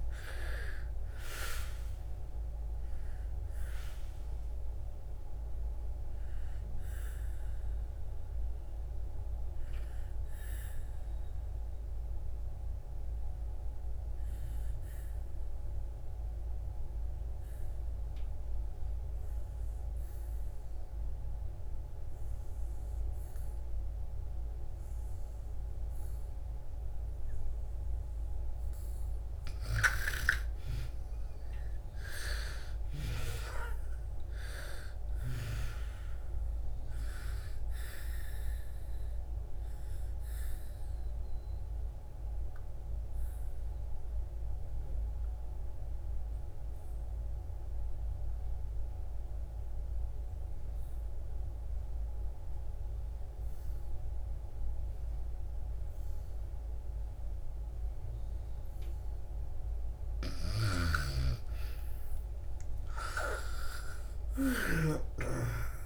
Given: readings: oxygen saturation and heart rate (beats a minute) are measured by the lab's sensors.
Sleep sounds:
breathing in sleep by a room microphone; 2
0.00-1.00 s: arousal
0.00-23.50 s: oxygen desaturation (device-marked, oxygen 81% lowest, heart rate 58 extreme)
10.50-27.00 s: obstructive apnea (oxygen 98% before, 81% lowest, heart rate 66 before, 58 extreme, up 8 after)
28.50-54.50 s: oxygen desaturation (device-marked, oxygen 98% before, 84% lowest, heart rate 62 before, 60 extreme)
29.50-33.50 s: arousal
38.00-59.00 s: obstructive apnea (oxygen 98% before, 82% lowest, heart rate 65 before, 59 extreme, up 7 after)
59.50-65.86 s: oxygen desaturation (device-marked, oxygen 97% before, 83% lowest, heart rate 64 before, 59 extreme)
60.00-64.50 s: snoring (device-marked)
63.00-65.86 s: arousal
From the record:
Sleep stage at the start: N2 (light sleep); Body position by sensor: on the back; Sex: female

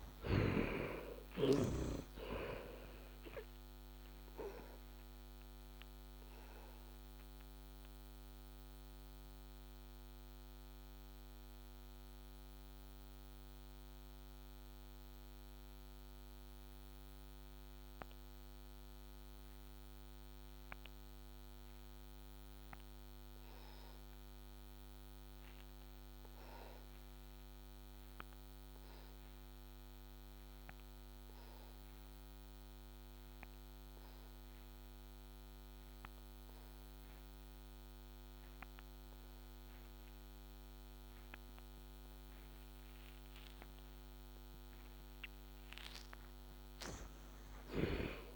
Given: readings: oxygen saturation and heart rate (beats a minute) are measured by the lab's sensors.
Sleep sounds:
breathing in sleep by a microphone on the trachea; 1
0.00-1.00 s: arousal
3.50-44.00 s: mixed apnea (oxygen 92% before, 52% lowest, heart rate 78 before, 64 extreme, up 24 after)
38.50-48.36 s: oxygen desaturation (device-marked, oxygen 89% before, 56% lowest, heart rate 66 before, 66 extreme)
46.50-48.36 s: arousal
From the record:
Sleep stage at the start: N2 (light sleep); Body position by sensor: on the back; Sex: male

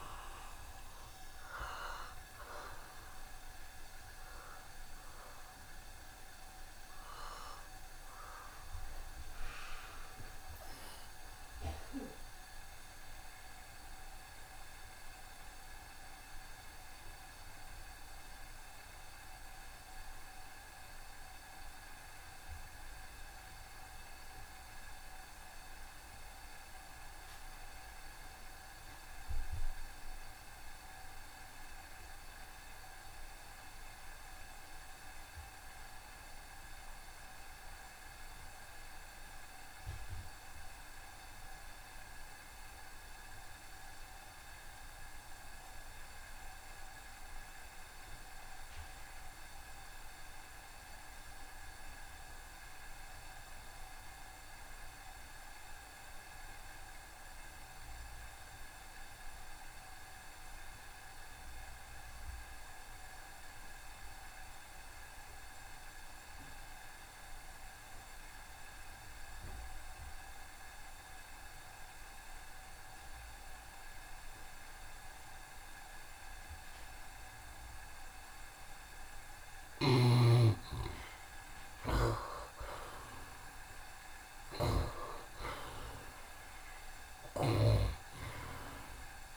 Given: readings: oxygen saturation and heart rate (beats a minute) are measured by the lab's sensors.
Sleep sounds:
breathing in sleep by a room microphone; 1
0.00-4.00 s: arousal
0.00-20.50 s: oxygen desaturation (device-marked, oxygen 74% lowest, heart rate 69 extreme)
1.00-3.00 s: long interval between heartbeats (device-marked, heart rate 72 before, 82 extreme)
10.00-78.00 s: obstructive apnea (oxygen 94% before, 69% lowest, heart rate 76 before, 69 extreme, up 1 after)
26.50-89.37 s: oxygen desaturation (device-marked, oxygen 94% before, 69% lowest, heart rate 71 before, 69 extreme)
79.50-88.00 s: snoring (device-marked)
80.00-84.50 s: arousal
From the record:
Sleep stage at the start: N2 (light sleep); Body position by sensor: on the right side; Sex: male

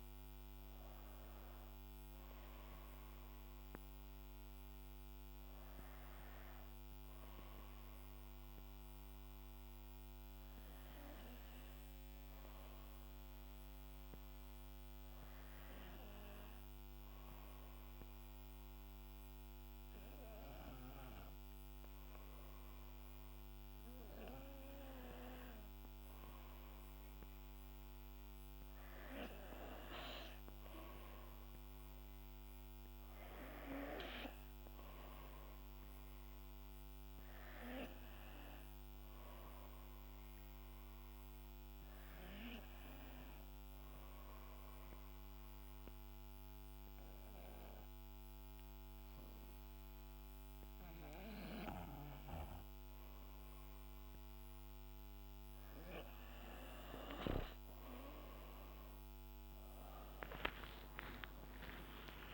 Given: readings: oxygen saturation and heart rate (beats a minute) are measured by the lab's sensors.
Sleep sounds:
breathing in sleep by a microphone on the trachea; 2
0.00-6.00 s: oxygen desaturation (device-marked, oxygen 92% lowest, heart rate 60 extreme)
13.00-25.50 s: hypopnea (oxygen 97% before, 88% lowest, heart rate 65 before, 61 extreme, up 9 after)
25.00-47.00 s: oxygen desaturation (device-marked, oxygen 97% before, 91% lowest, heart rate 63 before, 64 extreme)
28.50-33.00 s: arousal
42.00-54.50 s: obstructive apnea (oxygen 97% before, 88% lowest, heart rate 67 before, 63 extreme, up 10 after)
58.50-62.34 s: arousal
59.00-62.34 s: oxygen desaturation (device-marked, oxygen 95% before, 88% lowest, heart rate 66 before, 62 extreme)
From the record:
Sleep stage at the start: N2 (light sleep); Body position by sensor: on the back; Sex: female

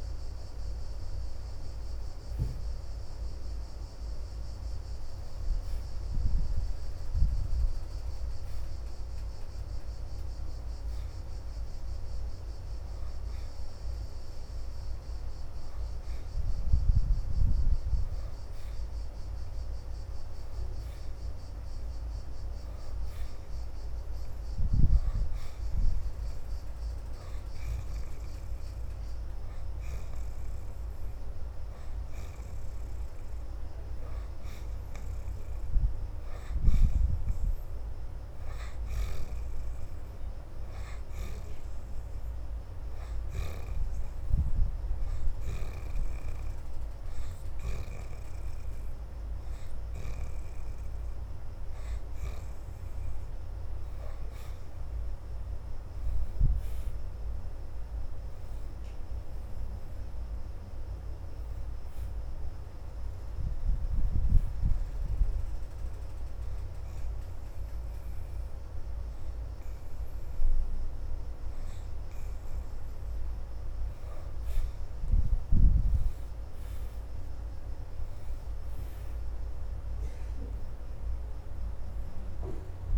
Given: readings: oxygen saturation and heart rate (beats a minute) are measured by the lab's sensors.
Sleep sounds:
breathing in sleep, hard to hear, by a room microphone; 1
0.00-17.50 s: oxygen desaturation (device-marked, oxygen 60% lowest, heart rate 77 extreme)
19.00-22.50 s: arousal
30.50-43.50 s: oxygen desaturation (device-marked, oxygen 83% before, 73% lowest, heart rate 79 before, 79 extreme)
45.50-58.50 s: oxygen desaturation (device-marked, oxygen 76% before, 71% lowest, heart rate 80 before, 77 extreme)
57.00-61.50 s: arousal
63.50-74.00 s: hypopnea (oxygen 76% before, 68% lowest, heart rate 82 before, 77 extreme, up 6 after)
65.50-81.50 s: oxygen desaturation (device-marked, oxygen 75% before, 68% lowest, heart rate 82 before, 77 extreme)
67.50-82.98 s: new sleep stage, N1 (lightest sleep)
76.00-79.50 s: arousal
From the record:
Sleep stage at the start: N2 (light sleep); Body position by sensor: upright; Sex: female

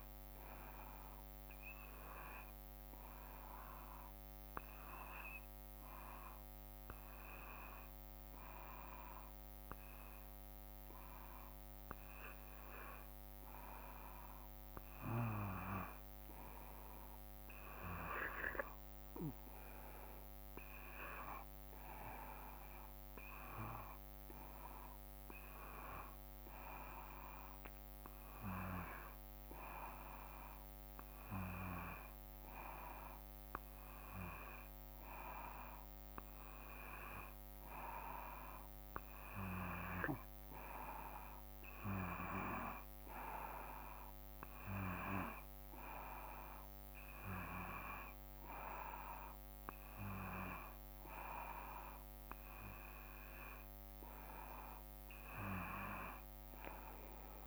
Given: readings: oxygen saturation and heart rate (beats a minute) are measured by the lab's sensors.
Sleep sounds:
breathing in sleep by a microphone on the trachea; 1
2.50-14.00 s: hypopnea (oxygen 95% before, 93% lowest, heart rate 70 before, 53 extreme, up 5 after)
16.50-20.00 s: arousal
From the record:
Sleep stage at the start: N2 (light sleep); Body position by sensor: on the back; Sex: male

